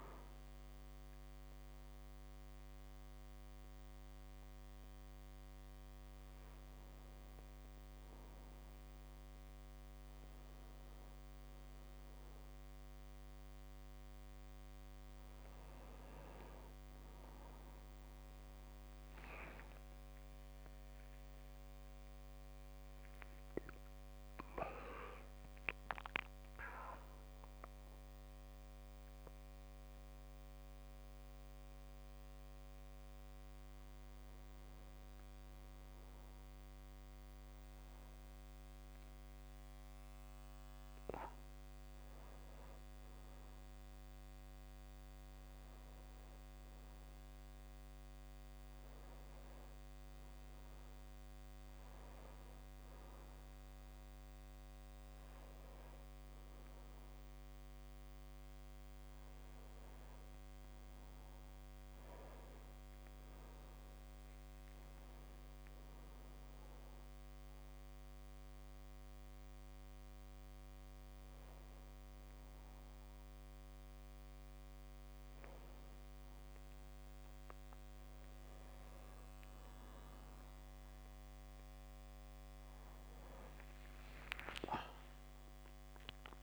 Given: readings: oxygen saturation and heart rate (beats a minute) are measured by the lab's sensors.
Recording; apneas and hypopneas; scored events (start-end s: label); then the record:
a person partly awake in a sleep study, by a microphone on the trachea; none
15.50-75.50 s: new sleep stage, N1 (lightest sleep)
62.00-64.00 s: long interval between heartbeats (device-marked)
75.50-86.42 s: new sleep stage, awake
From the record:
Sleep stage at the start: awake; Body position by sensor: on the back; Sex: male